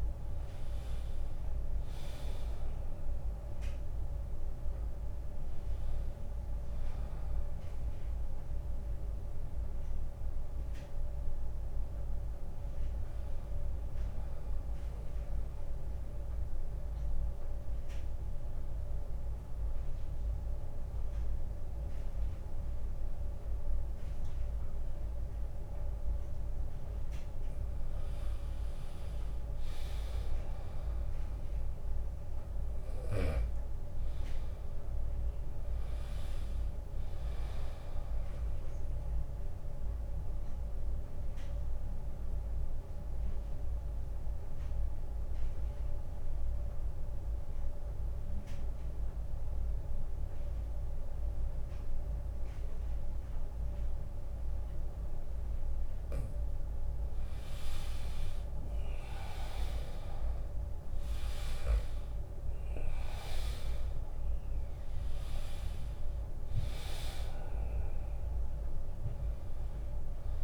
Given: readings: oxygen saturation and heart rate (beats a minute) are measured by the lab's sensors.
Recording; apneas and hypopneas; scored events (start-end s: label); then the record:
breathing in sleep, hard to hear, by a room microphone; 2
0.00-15.00 s: oxygen desaturation (device-marked, oxygen 84% lowest, heart rate 69 extreme)
14.50-26.50 s: mixed apnea (oxygen 97% before, 92% lowest, heart rate 77 before, 70 extreme, up 7 after)
27.00-29.00 s: long interval between heartbeats (device-marked, heart rate 81 before, 78 extreme)
29.00-32.50 s: arousal
32.00-34.00 s: long interval between heartbeats (device-marked, heart rate 80 before, 70 extreme)
38.00-52.00 s: oxygen desaturation (device-marked, oxygen 100% before, 94% lowest, heart rate 78 before, 74 extreme)
39.00-55.50 s: obstructive apnea (oxygen 100% before, 92% lowest, heart rate 77 before, 73 extreme, up 13 after)
58.00-70.44 s: drop in pulse transit time (device-marked, heart rate 84 before, 75 extreme)
58.50-63.00 s: arousal
62.00-70.44 s: oxygen desaturation (device-marked, oxygen 99% before, 92% lowest, heart rate 84 before, 73 extreme)
From the record:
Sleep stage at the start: N2 (light sleep); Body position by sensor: on the right side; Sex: male